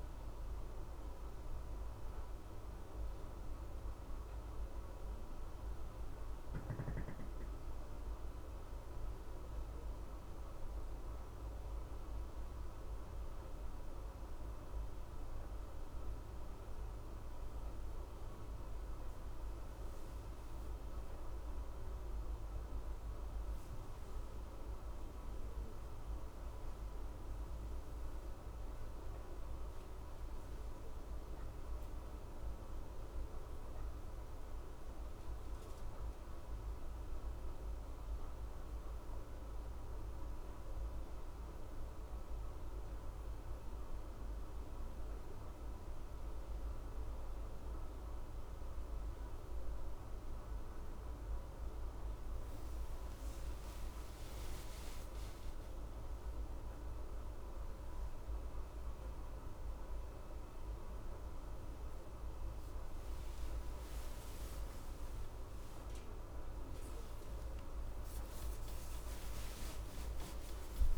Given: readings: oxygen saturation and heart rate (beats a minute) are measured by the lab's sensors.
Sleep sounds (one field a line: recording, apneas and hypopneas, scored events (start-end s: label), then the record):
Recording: breathing in sleep, hard to hear, by a room microphone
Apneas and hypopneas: none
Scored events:
55.50-70.98 s: new sleep stage, awake
From the record:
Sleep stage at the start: N1 (lightest sleep)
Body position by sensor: on the left side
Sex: male